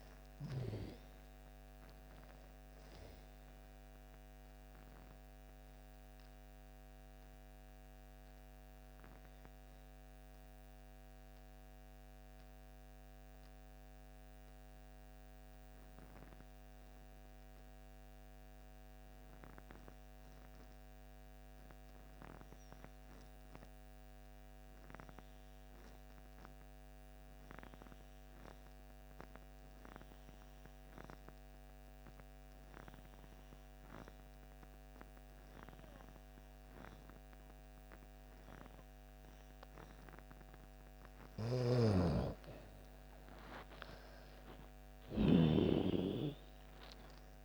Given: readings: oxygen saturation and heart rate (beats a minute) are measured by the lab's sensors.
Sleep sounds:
breathing in sleep by a microphone on the trachea; 1
0.00-21.50 s: oxygen desaturation (device-marked, oxygen 82% lowest)
6.50-40.00 s: mixed apnea (oxygen 98% before, 81% lowest)
31.50-47.45 s: oxygen desaturation (device-marked, oxygen 98% before, 81% lowest)
41.00-45.00 s: snoring (device-marked)
43.00-47.00 s: arousal
From the record:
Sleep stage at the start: N2 (light sleep); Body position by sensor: on the back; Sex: female

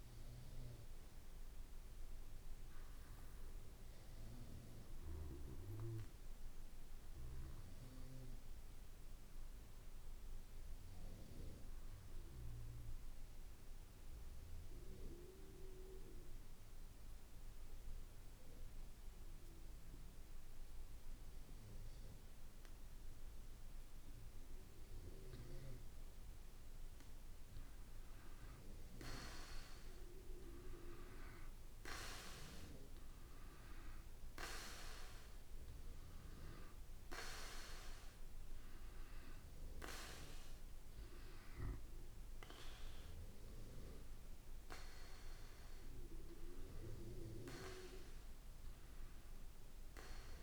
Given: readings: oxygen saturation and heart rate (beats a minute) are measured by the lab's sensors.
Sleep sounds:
breathing in sleep by a room microphone; 1
0.00-11.50 s: drop in pulse transit time (device-marked, heart rate 54 extreme)
3.50-22.50 s: oxygen desaturation (device-marked, oxygen 95% before, 90% lowest, heart rate 57 before, 53 extreme)
13.00-27.00 s: mixed apnea (oxygen 95% before, 90% lowest, heart rate 57 before, 53 extreme, up 5 after)
31.00-35.50 s: arousal
32.50-49.50 s: oxygen desaturation (device-marked, oxygen 97% before, 90% lowest, heart rate 55 before, 54 extreme)
From the record:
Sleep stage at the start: N2 (light sleep); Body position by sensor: on the back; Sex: male

